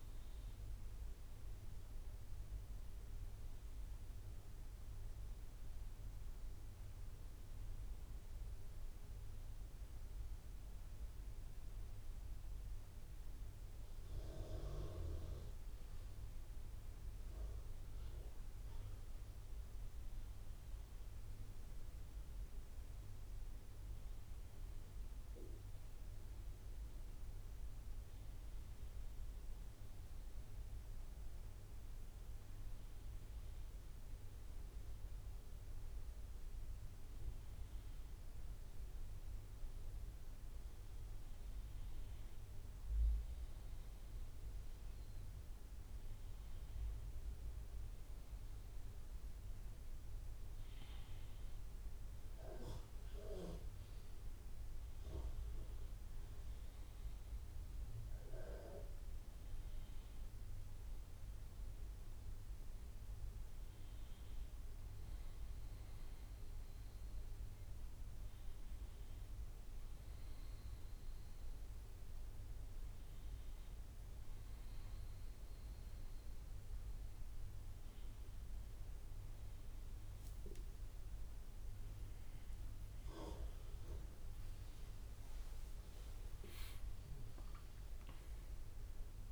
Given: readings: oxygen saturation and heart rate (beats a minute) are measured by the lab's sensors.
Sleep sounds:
breathing in sleep, hard to hear, by a room microphone; none
82.00-87.00 s: arousal
From the record:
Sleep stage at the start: N2 (light sleep); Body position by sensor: on the right side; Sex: male

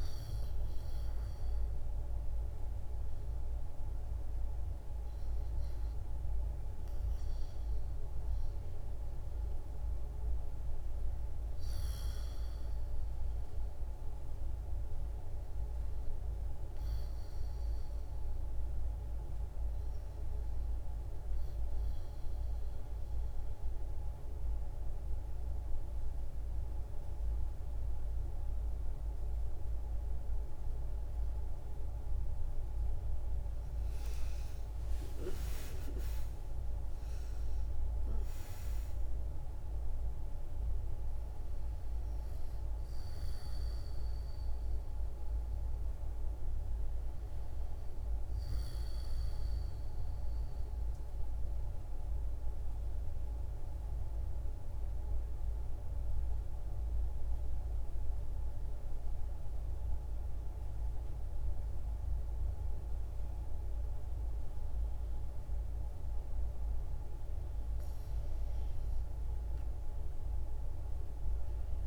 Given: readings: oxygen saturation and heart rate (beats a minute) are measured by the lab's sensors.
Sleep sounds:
breathing in sleep, hard to hear, by a room microphone; 2
21.50-32.50 s: obstructive apnea (oxygen 96% before, 91% lowest, heart rate 65 before, 61 extreme, up 21 after)
34.00-38.50 s: arousal
34.50-56.50 s: oxygen desaturation (device-marked, oxygen 95% before, 91% lowest, heart rate 66 before, 61 extreme)
50.00-66.50 s: obstructive apnea (oxygen 95% before, 91% lowest, heart rate 73 before, 61 extreme, up 2 after)
From the record:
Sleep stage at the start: REM sleep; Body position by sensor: on the back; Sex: female

